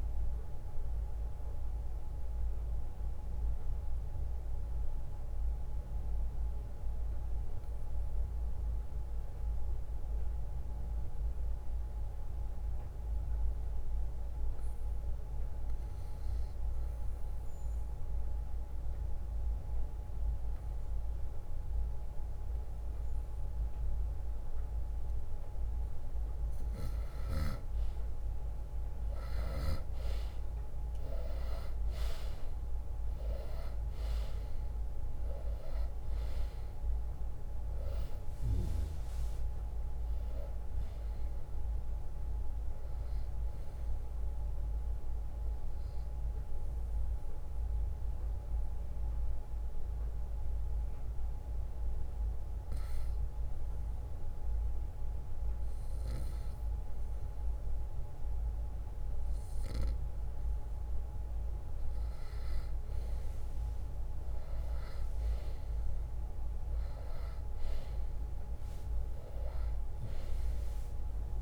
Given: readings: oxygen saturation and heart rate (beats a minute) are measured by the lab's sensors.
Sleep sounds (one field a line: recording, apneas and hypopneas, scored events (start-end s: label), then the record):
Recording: breathing in sleep by a room microphone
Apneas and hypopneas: 2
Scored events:
0.00-10.00 s: drop in pulse transit time (device-marked, heart rate 54 extreme)
0.00-10.00 s: oxygen desaturation (device-marked, oxygen 91% lowest, heart rate 53 extreme)
0.50-25.50 s: obstructive apnea (oxygen 95% before, 88% lowest, heart rate 64 before, 53 extreme, up 9 after)
4.00-11.00 s: bradycardia (device-marked, heart rate 65 before, 54 extreme)
27.50-32.50 s: arousal
30.00-57.00 s: oxygen desaturation (device-marked, oxygen 98% before, 88% lowest, heart rate 61 before, 59 extreme)
45.50-61.00 s: obstructive apnea (oxygen 98% before, 88% lowest, heart rate 69 before, 59 extreme, up 1 after)
63.50-68.50 s: arousal
68.00-70.00 s: bradycardia (device-marked, heart rate 64 before, 63 extreme)
69.00-71.41 s: oxygen desaturation (device-marked, oxygen 98% before, 93% lowest, heart rate 62 before, 60 extreme)
From the record:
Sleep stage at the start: N2 (light sleep)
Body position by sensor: on the right side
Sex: male